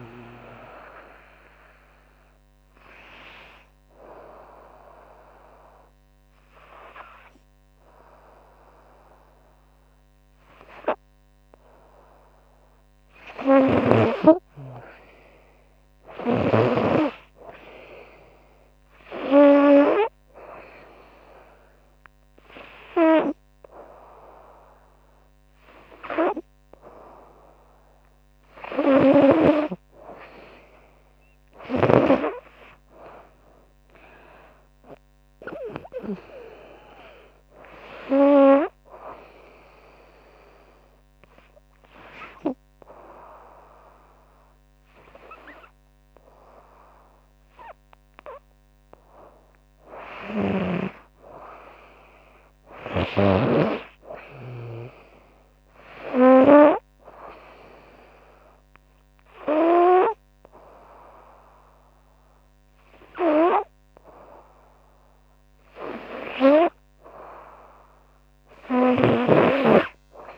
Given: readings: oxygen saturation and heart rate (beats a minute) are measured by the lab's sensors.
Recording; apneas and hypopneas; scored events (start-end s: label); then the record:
breathing in sleep by a microphone on the trachea; 2
2.00-13.00 s: hypopnea (oxygen 96% before, 95% lowest, heart rate 78 before, 70 extreme, up 7 after)
14.50-17.50 s: arousal
32.00-35.50 s: arousal
39.50-50.00 s: hypopnea (oxygen 98% before, 95% lowest, heart rate 78 before, 72 extreme, up 7 after)
51.50-54.50 s: arousal
68.00-70.38 s: snoring (device-marked)
From the record:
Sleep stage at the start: N2 (light sleep); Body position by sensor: on the right side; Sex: female